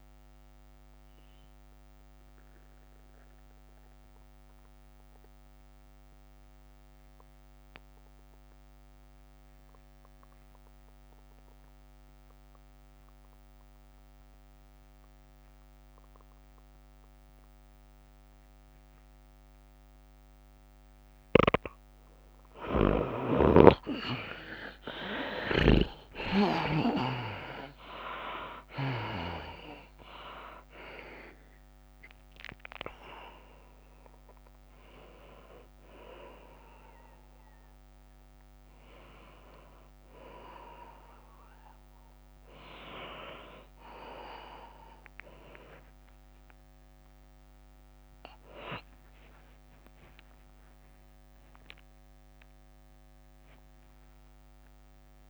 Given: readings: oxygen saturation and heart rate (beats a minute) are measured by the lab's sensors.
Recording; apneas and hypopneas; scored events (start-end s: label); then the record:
breathing in sleep by a microphone on the trachea; 1
0.00-8.50 s: drop in pulse transit time (device-marked, heart rate 115 extreme)
0.00-8.50 s: oxygen desaturation (device-marked, oxygen 84% lowest, heart rate 105 extreme)
0.00-51.50 s: tachycardia (device-marked, heart rate 168 extreme)
0.50-22.00 s: mixed apnea (oxygen 97% before, 78% lowest, heart rate 134 before, 104 extreme, up 31 after)
2.00-4.00 s: long interval between heartbeats (device-marked, heart rate 134 before, 133 extreme)
5.50-7.50 s: long interval between heartbeats (device-marked, heart rate 132 before, 124 extreme)
8.00-10.00 s: long interval between heartbeats (device-marked, heart rate 130 before, 119 extreme)
11.00-13.00 s: long interval between heartbeats (device-marked, heart rate 126 before, 116 extreme)
15.00-17.00 s: long interval between heartbeats (device-marked, heart rate 122 before, 114 extreme)
15.50-47.50 s: oxygen desaturation (device-marked, oxygen 97% before, 78% lowest, heart rate 122 before, 34 extreme)
21.00-23.00 s: long interval between heartbeats (device-marked, heart rate 123 before, 122 extreme)
24.00-27.50 s: arousal
26.50-28.50 s: long interval between heartbeats (device-marked, heart rate 120 before, 129 extreme)
27.50-40.50 s: drop in pulse transit time (device-marked, heart rate 120 before, 106 extreme)
45.50-47.50 s: long interval between heartbeats (device-marked, heart rate 114 before, 121 extreme)
48.50-50.50 s: long interval between heartbeats (device-marked, heart rate 116 before, 154 extreme)
50.50-52.50 s: long interval between heartbeats (device-marked, heart rate 120 before, 143 extreme)
From the record:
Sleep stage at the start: N2 (light sleep); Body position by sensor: on the back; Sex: female